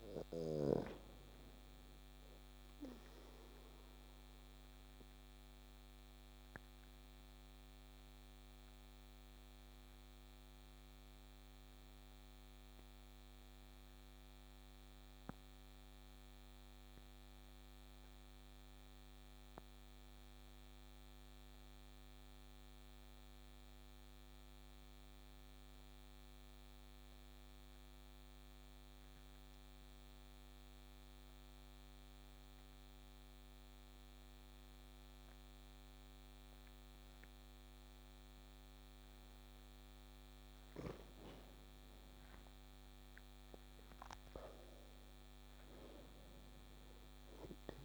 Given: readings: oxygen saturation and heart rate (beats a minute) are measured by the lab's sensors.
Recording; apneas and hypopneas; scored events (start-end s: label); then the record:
breathing in sleep by a microphone on the trachea; 1
0.00-7.00 s: oxygen desaturation (device-marked, oxygen 93% lowest)
2.50-39.50 s: obstructive apnea (oxygen 97% before, 92% lowest)
39.00-47.85 s: oxygen desaturation (device-marked, oxygen 97% before, 93% lowest)
42.50-46.50 s: arousal
From the record:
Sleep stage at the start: N2 (light sleep); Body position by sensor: on the back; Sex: male